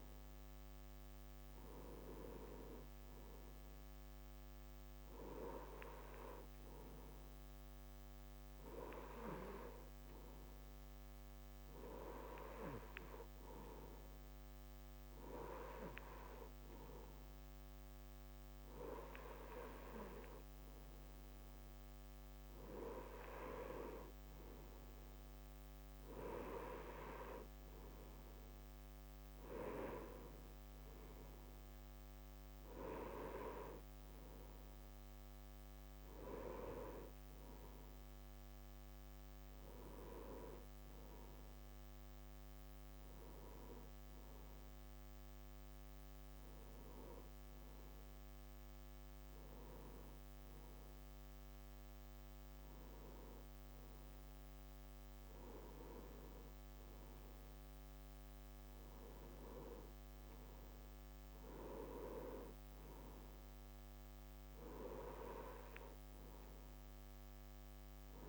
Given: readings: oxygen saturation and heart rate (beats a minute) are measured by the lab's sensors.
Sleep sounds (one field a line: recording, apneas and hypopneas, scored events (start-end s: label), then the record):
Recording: breathing in sleep by a microphone on the trachea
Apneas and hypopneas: none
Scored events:
none scored
From the record:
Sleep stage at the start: N2 (light sleep)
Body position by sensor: on the right side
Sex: male